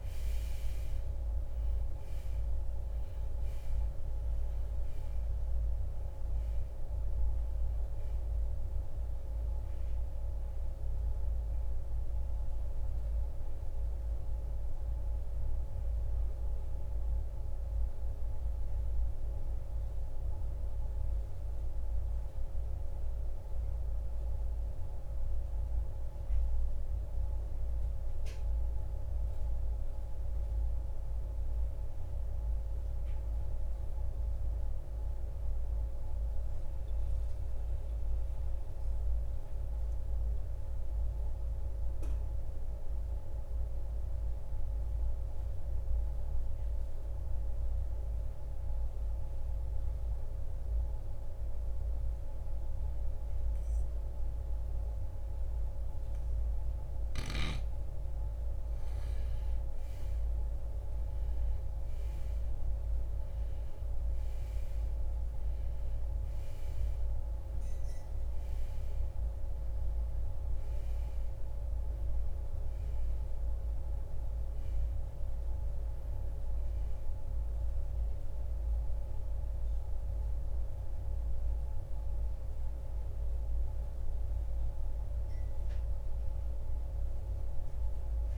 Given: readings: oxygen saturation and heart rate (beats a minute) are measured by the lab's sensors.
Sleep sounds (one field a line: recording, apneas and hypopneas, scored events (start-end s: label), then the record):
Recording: breathing in sleep, hard to hear, by a room microphone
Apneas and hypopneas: 1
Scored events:
0.00-37.00 s: oxygen desaturation (device-marked, oxygen 77% lowest, heart rate 51 extreme)
15.00-88.38 s: new sleep stage, REM sleep
35.50-56.00 s: obstructive apnea (oxygen 95% before, 80% lowest, heart rate 75 before, 54 extreme, up 2 after)
53.00-88.38 s: oxygen desaturation (device-marked, oxygen 98% before, 80% lowest, heart rate 69 before, 50 extreme)
58.50-64.00 s: arousal
From the record:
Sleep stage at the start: N2 (light sleep)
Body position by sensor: on the right side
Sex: male